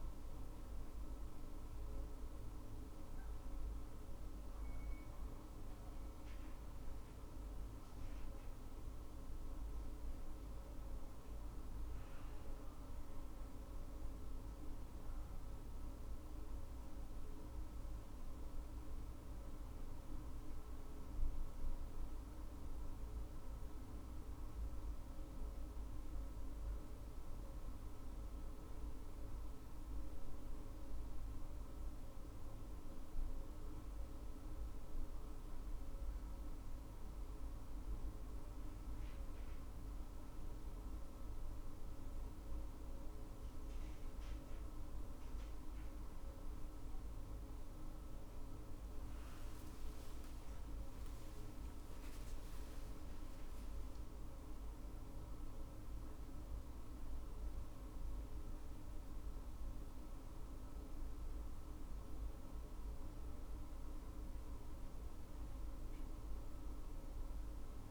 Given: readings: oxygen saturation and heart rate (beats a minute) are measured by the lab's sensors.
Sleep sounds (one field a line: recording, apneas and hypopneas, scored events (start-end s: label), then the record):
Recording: breathing in sleep, hard to hear, by a room microphone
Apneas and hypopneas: 1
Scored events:
30.50-45.50 s: hypopnea (oxygen 99% before, 97% lowest, heart rate 60 before, 57 extreme, up 48 after)
47.50-67.91 s: new sleep stage, N1 (lightest sleep)
48.00-53.50 s: arousal
From the record:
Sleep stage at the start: N2 (light sleep)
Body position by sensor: on the right side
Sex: female